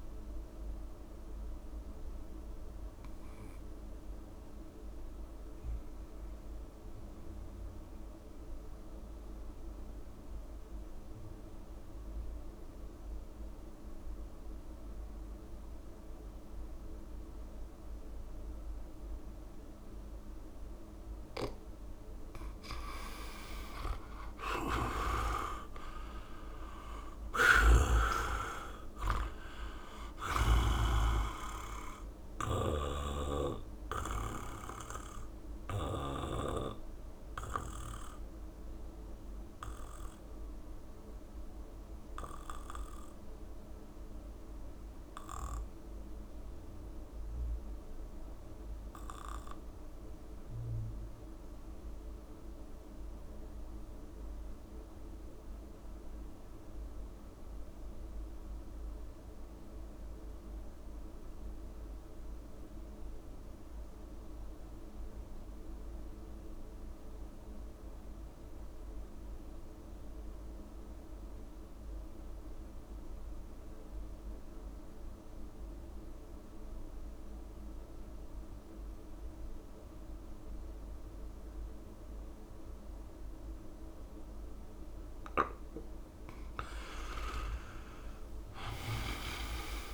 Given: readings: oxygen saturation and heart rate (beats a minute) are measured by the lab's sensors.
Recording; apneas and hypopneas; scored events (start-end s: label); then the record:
breathing in sleep by a room microphone; 2
0.00-5.00 s: oxygen desaturation (device-marked, oxygen 88% lowest, heart rate 38 extreme)
1.00-21.00 s: obstructive apnea (oxygen 100% before, 85% lowest, heart rate 52 before, 55 extreme, up 7 after)
17.00-48.00 s: oxygen desaturation (device-marked, oxygen 98% before, 85% lowest, heart rate 63 before, 55 extreme)
23.50-25.50 s: long interval between heartbeats (device-marked, heart rate 65 before, 69 extreme)
23.50-28.00 s: arousal
26.00-28.00 s: long interval between heartbeats (device-marked, heart rate 65 before, 55 extreme)
27.50-36.00 s: snoring (device-marked)
35.00-85.50 s: obstructive apnea (oxygen 98% before, 76% lowest, heart rate 63 before, 65 extreme, up 33 after)
65.00-89.94 s: oxygen desaturation (device-marked, oxygen 98% before, 76% lowest, heart rate 69 before, 65 extreme)
87.50-89.94 s: arousal
From the record:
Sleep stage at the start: N2 (light sleep); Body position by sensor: on the back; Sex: male